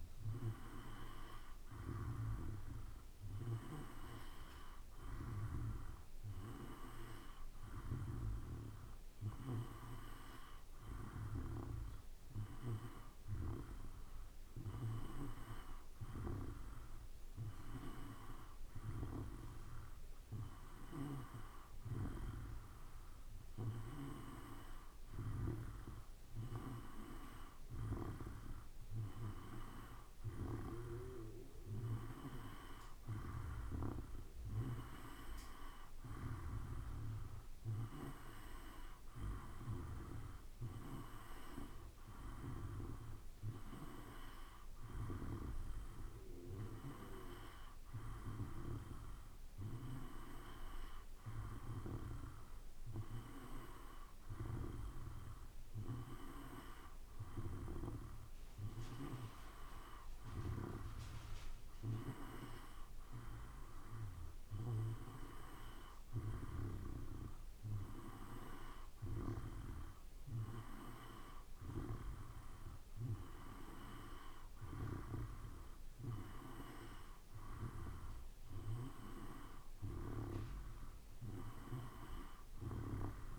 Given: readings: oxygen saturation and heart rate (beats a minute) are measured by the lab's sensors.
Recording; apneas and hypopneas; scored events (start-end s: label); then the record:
breathing in sleep by a room microphone; none
none scored
From the record:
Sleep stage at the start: N2 (light sleep); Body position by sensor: on the back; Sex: male